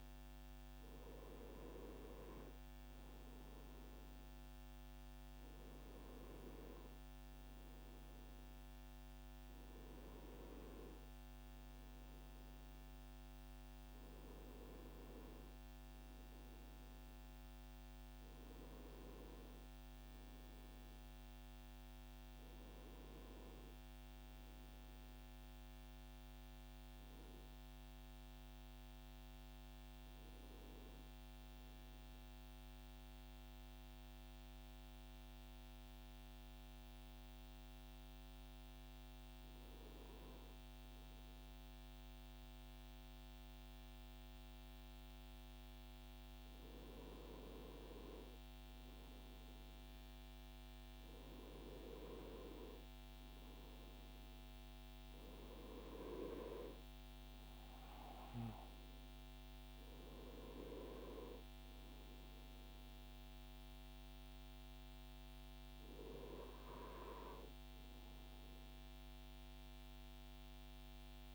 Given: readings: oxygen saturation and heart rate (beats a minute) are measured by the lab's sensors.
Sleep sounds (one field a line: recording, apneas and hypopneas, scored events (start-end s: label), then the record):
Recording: breathing in sleep by a microphone on the trachea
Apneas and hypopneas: 1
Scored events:
32.00-46.50 s: mixed apnea (oxygen 98% before, 95% lowest, heart rate 66 before, 62 extreme, up 3 after)
48.50-52.00 s: arousal
53.00-71.35 s: new sleep stage, N2 (light sleep)
From the record:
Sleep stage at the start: N1 (lightest sleep)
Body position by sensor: on the front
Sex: male